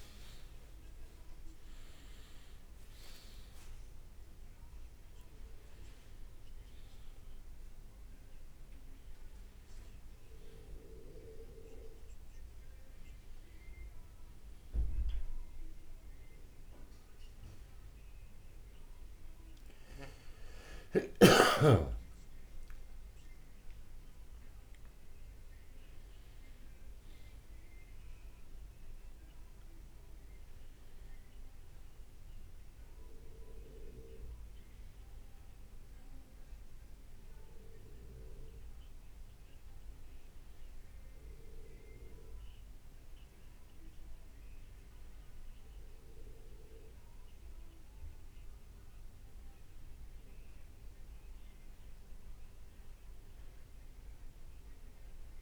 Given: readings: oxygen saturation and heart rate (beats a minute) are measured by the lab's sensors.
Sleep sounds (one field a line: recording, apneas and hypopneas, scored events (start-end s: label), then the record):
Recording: breathing in sleep by a room microphone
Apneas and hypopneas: none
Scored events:
0.00-2.50 s: arousal
21.00-23.00 s: leg movement (device-marked)
55.00-55.42 s: new sleep stage, N2 (light sleep)
From the record:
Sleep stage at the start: N1 (lightest sleep)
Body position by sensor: on the right side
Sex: male